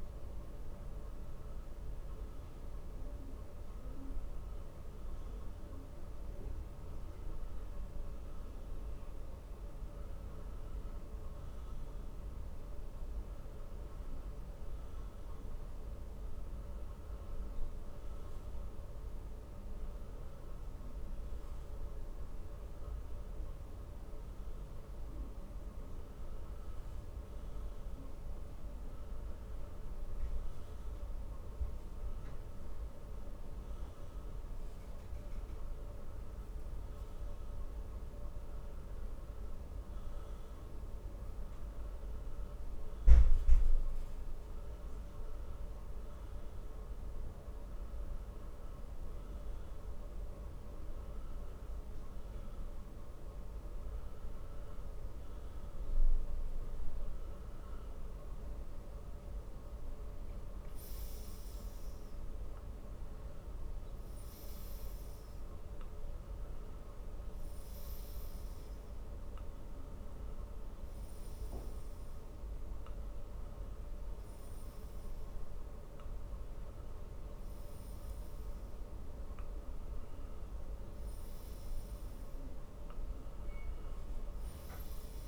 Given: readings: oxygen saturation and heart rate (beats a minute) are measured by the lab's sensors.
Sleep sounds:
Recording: breathing in sleep, hard to hear, by a room microphone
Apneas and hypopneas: none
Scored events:
none scored
From the record:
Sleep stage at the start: N1 (lightest sleep)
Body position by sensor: on the back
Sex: male

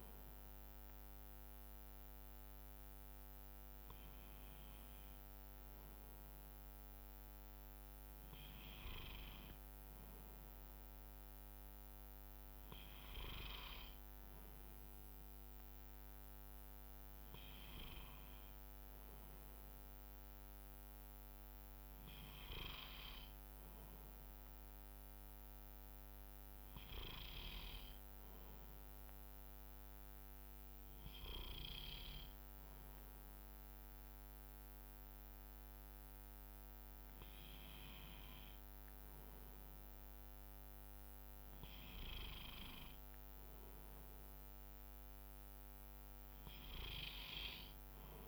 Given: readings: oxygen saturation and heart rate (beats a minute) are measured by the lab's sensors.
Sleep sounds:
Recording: breathing in sleep by a microphone on the trachea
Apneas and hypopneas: none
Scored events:
1.00-5.50 s: arousal
32.50-38.50 s: bradycardia (device-marked, heart rate 69 before, 58 extreme)
36.00-41.00 s: arousal
From the record:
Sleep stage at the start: N2 (light sleep)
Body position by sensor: on the right side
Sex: male

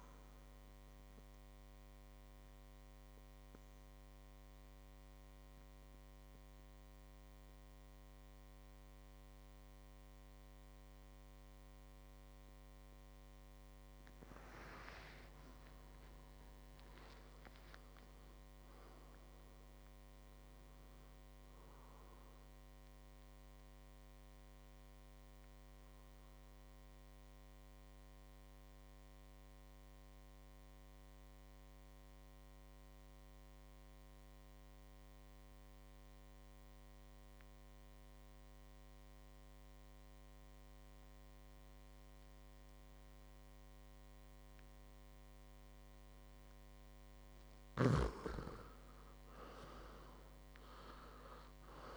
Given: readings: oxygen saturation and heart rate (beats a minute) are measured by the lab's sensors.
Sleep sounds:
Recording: breathing in sleep by a microphone on the trachea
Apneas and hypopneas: 2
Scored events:
0.00-14.00 s: oxygen desaturation (device-marked, oxygen 89% lowest, heart rate 53 extreme)
1.00-13.00 s: obstructive apnea (oxygen 98% before, 89% lowest, heart rate 62 before, 53 extreme, up 30 after)
14.50-18.50 s: arousal
29.50-46.00 s: obstructive apnea (oxygen 99% before, 88% lowest, heart rate 67 before, 54 extreme, up 9 after)
44.00-51.97 s: oxygen desaturation (device-marked, oxygen 99% before, 89% lowest, heart rate 56 before, 54 extreme)
49.00-51.97 s: arousal
From the record:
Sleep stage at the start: N2 (light sleep)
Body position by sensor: on the back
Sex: male

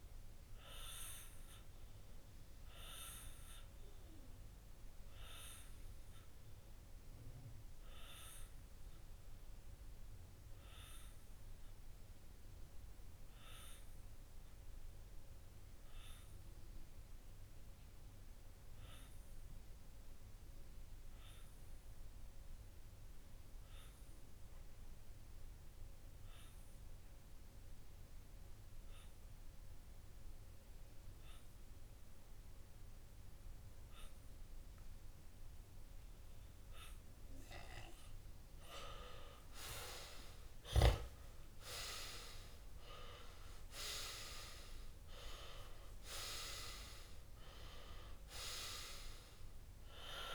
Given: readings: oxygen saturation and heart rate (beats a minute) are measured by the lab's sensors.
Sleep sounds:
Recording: breathing in sleep by a room microphone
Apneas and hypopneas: 1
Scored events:
1.00-37.50 s: obstructive apnea (oxygen 98% before, 93% lowest)
12.50-14.50 s: long interval between heartbeats (device-marked)
18.00-20.00 s: long interval between heartbeats (device-marked)
34.00-50.34 s: oxygen desaturation (device-marked, oxygen 99% before, 94% lowest)
40.50-45.00 s: arousal
42.00-44.00 s: long interval between heartbeats (device-marked)
From the record:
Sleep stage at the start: N2 (light sleep)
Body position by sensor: on the left side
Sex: male

